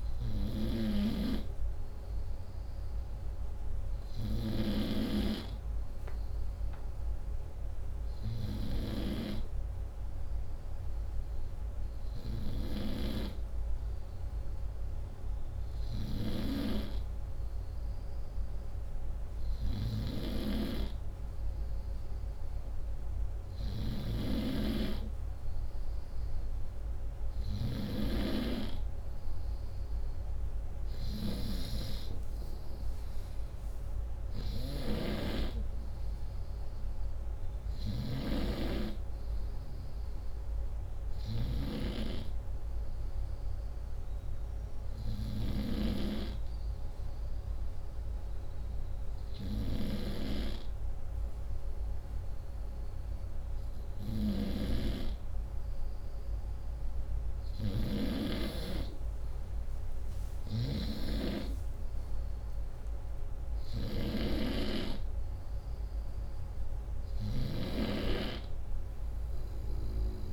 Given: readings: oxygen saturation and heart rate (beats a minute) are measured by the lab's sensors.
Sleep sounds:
breathing in sleep by a room microphone; 1
0.00-4.00 s: snoring (device-marked)
23.00-45.00 s: snoring (device-marked)
43.00-55.00 s: hypopnea (oxygen 95% before, 93% lowest, heart rate 154 before, 54 extreme, up 4 after)
53.50-57.50 s: snoring (device-marked)
58.50-63.00 s: arousal
59.50-70.32 s: snoring (device-marked)
From the record:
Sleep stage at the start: N2 (light sleep); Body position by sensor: upright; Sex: male

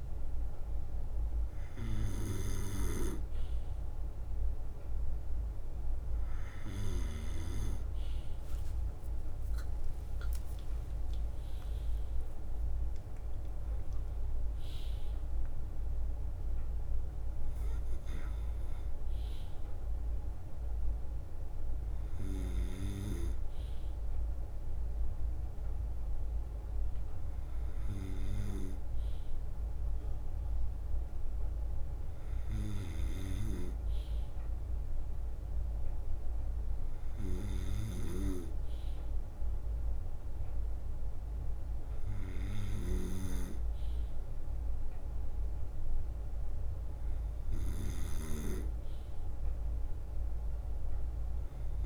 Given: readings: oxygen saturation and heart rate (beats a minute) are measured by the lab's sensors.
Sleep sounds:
breathing in sleep by a room microphone; none
0.00-1.50 s: drop in pulse transit time (device-marked, heart rate 63 extreme)
8.00-11.50 s: arousal
8.50-14.00 s: leg movement (device-marked)
10.50-12.50 s: long interval between heartbeats (device-marked, heart rate 65 before, 78 extreme)
15.50-16.50 s: leg movement (device-marked)
17.50-28.00 s: leg movement (device-marked)
28.50-31.50 s: leg movement (device-marked)
32.50-51.86 s: snoring (device-marked)
33.50-51.86 s: drop in pulse transit time (device-marked, heart rate 69 before, 63 extreme)
38.50-39.50 s: leg movement (device-marked)
43.50-46.50 s: leg movement (device-marked)
48.50-51.86 s: leg movement (device-marked)
From the record:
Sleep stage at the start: N2 (light sleep); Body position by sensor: on the right side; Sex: male

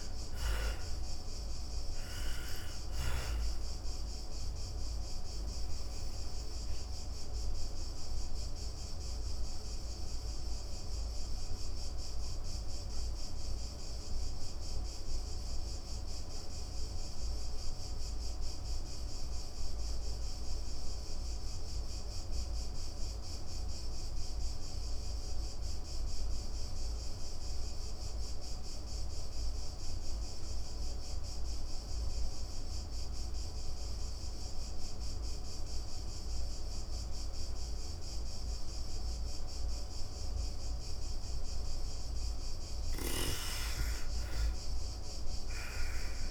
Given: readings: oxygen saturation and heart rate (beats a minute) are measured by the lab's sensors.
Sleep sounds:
breathing in sleep, hard to hear, by a room microphone; 1
0.00-22.00 s: oxygen desaturation (device-marked, oxygen 77% lowest, heart rate 100 extreme)
4.00-41.00 s: obstructive apnea (oxygen 98% before, 77% lowest, heart rate 139 before, 57 extreme, up 10 after)
34.00-46.31 s: oxygen desaturation (device-marked, oxygen 99% before, 77% lowest, heart rate 128 before, 57 extreme)
42.00-46.31 s: arousal
45.00-46.31 s: snoring (device-marked)
From the record:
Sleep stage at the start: N2 (light sleep); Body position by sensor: on the back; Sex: female

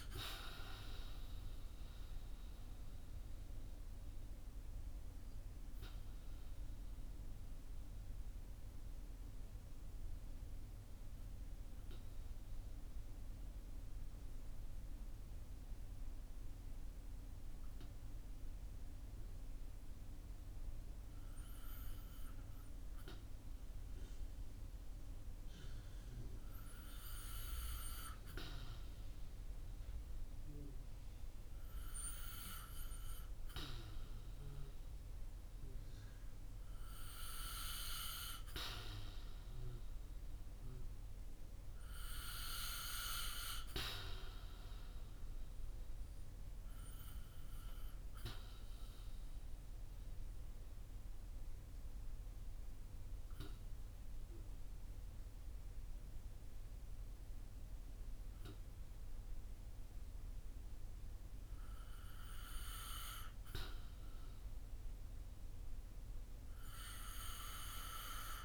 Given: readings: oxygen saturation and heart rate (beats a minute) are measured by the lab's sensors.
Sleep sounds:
breathing in sleep by a room microphone; 2
0.00-23.00 s: oxygen desaturation (device-marked, oxygen 81% lowest, heart rate 39 extreme)
1.00-28.00 s: obstructive apnea (oxygen 92% before, 81% lowest, heart rate 64 before, 39 extreme, up 22 after)
30.50-35.00 s: arousal
36.00-67.00 s: oxygen desaturation (device-marked, oxygen 97% before, 89% lowest, heart rate 50 before, 50 extreme)
46.00-61.00 s: obstructive apnea (oxygen 98% before, 83% lowest, heart rate 54 before, 50 extreme, up 9 after)
From the record:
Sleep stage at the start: REM sleep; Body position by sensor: on the back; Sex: male

